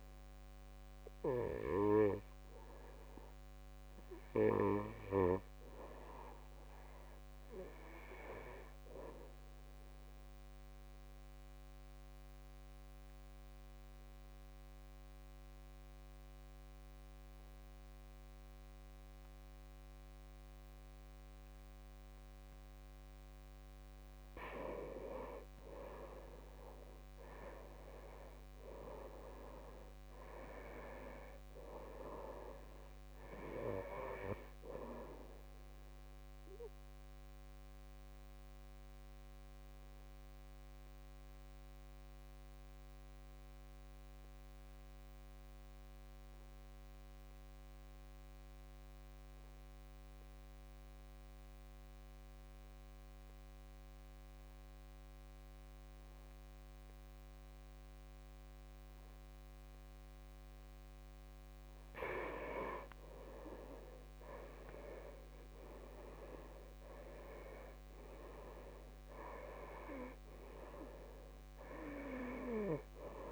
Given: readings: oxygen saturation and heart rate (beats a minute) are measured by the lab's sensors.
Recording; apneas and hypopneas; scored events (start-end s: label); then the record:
breathing in sleep by a microphone on the trachea; 2
0.00-11.00 s: oxygen desaturation (device-marked, oxygen 92% before, 87% lowest, heart rate 63 before, 58 extreme)
10.00-23.00 s: obstructive apnea (oxygen 94% before, 81% lowest, heart rate 63 before, 57 extreme, up 8 after)
25.50-29.00 s: arousal
27.00-42.00 s: oxygen desaturation (device-marked, oxygen 94% before, 86% lowest, heart rate 60 before, 57 extreme)
37.00-60.50 s: obstructive apnea (oxygen 96% before, 81% lowest, heart rate 63 before, 56 extreme, up 9 after)
55.00-73.32 s: oxygen desaturation (device-marked, oxygen 95% before, 81% lowest, heart rate 60 before, 56 extreme)
62.50-66.50 s: arousal
From the record:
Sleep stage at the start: N2 (light sleep); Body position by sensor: on the right side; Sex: male